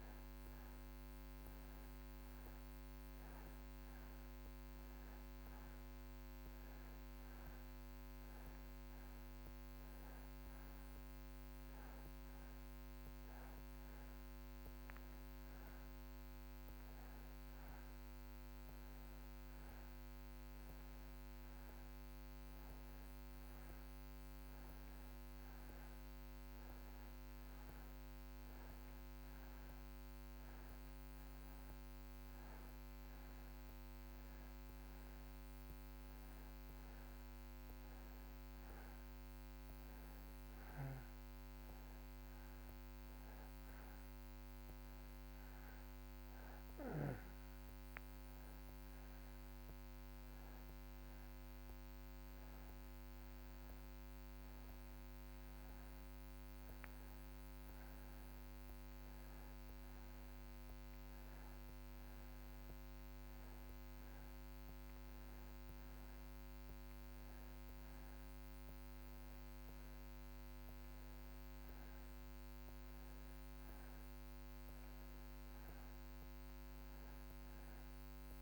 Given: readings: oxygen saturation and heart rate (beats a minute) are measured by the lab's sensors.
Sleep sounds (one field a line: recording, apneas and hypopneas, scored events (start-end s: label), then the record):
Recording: breathing in sleep, hard to hear, by a microphone on the trachea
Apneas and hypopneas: none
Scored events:
13.50-78.42 s: new sleep stage, N2 (light sleep)
From the record:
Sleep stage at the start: N1 (lightest sleep)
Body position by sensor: on the back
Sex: male